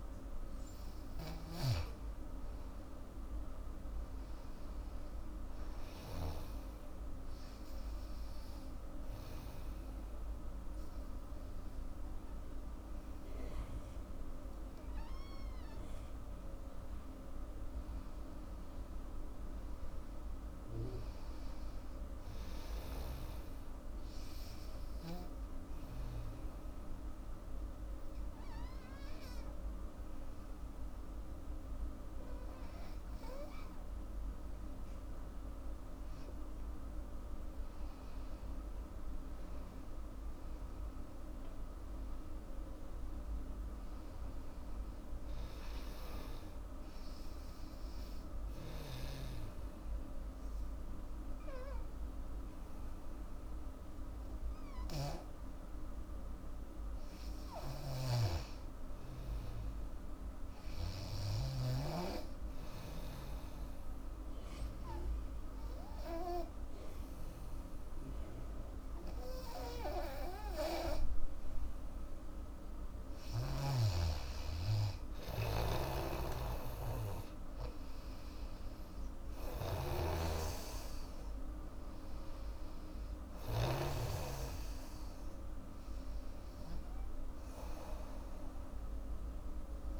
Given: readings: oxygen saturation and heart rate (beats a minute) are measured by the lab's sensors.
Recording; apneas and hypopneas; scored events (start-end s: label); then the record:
breathing in sleep by a room microphone; 3
0.00-3.50 s: arousal
1.50-6.50 s: snoring (device-marked)
7.50-17.50 s: hypopnea (oxygen 99% before, 91% lowest, heart rate 85 before, 76 extreme, up 9 after)
18.50-21.50 s: arousal
22.00-35.00 s: oxygen desaturation (device-marked, oxygen 97% before, 94% lowest, heart rate 82 before, 76 extreme)
26.00-37.50 s: obstructive apnea (oxygen 99% before, 91% lowest, heart rate 81 before, 79 extreme, up 12 after)
39.00-43.00 s: arousal
44.00-57.00 s: oxygen desaturation (device-marked, oxygen 97% before, 91% lowest, heart rate 82 before, 79 extreme)
58.00-62.00 s: snoring (device-marked)
62.50-73.50 s: obstructive apnea (oxygen 98% before, 90% lowest, heart rate 82 before, 80 extreme, up 7 after)
75.50-79.50 s: arousal
76.00-84.00 s: snoring (device-marked)
79.00-90.00 s: oxygen desaturation (device-marked, oxygen 96% before, 91% lowest, heart rate 83 before, 80 extreme)
From the record:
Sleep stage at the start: N2 (light sleep); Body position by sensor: on the back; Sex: female